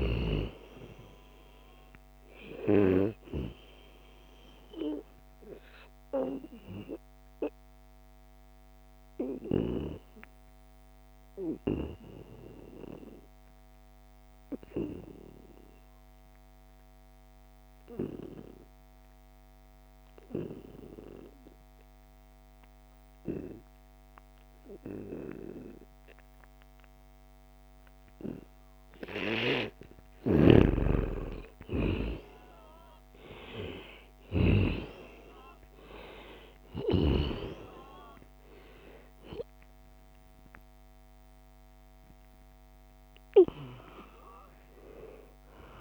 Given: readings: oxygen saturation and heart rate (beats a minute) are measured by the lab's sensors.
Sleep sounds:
breathing in sleep by a microphone on the trachea; 1
0.00-11.50 s: oxygen desaturation (device-marked, oxygen 90% lowest, heart rate 73 extreme)
5.50-30.00 s: obstructive apnea (oxygen 95% before, 89% lowest, heart rate 78 before, 73 extreme, up 14 after)
30.00-34.50 s: snoring (device-marked)
31.50-35.00 s: arousal
31.50-45.81 s: oxygen desaturation (device-marked, oxygen 96% before, 89% lowest, heart rate 76 before, 80 extreme)
35.00-37.00 s: long interval between heartbeats (device-marked, heart rate 75 before, 83 extreme)
43.50-45.81 s: new sleep stage, N1 (lightest sleep)
44.00-45.81 s: long interval between heartbeats (device-marked, heart rate 80 before, 93 extreme)
From the record:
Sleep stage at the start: N2 (light sleep); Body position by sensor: on the back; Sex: male

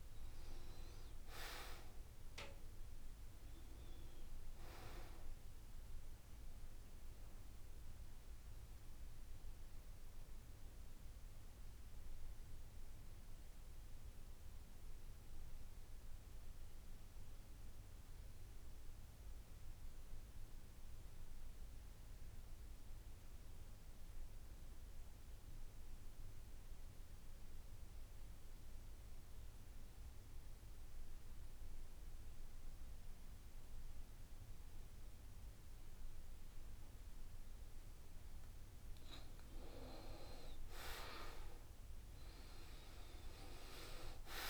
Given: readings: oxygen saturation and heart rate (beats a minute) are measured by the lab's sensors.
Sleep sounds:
breathing in sleep by a room microphone; 1
0.00-10.50 s: oxygen desaturation (device-marked, oxygen 83% lowest, heart rate 65 extreme)
9.00-36.50 s: mixed apnea (oxygen 93% before, 80% lowest, heart rate 76 before, 65 extreme, up 8 after)
31.50-44.50 s: oxygen desaturation (device-marked, oxygen 94% before, 80% lowest, heart rate 68 before, 66 extreme)
41.00-44.50 s: arousal
From the record:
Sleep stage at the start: N2 (light sleep); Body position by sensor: on the back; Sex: male

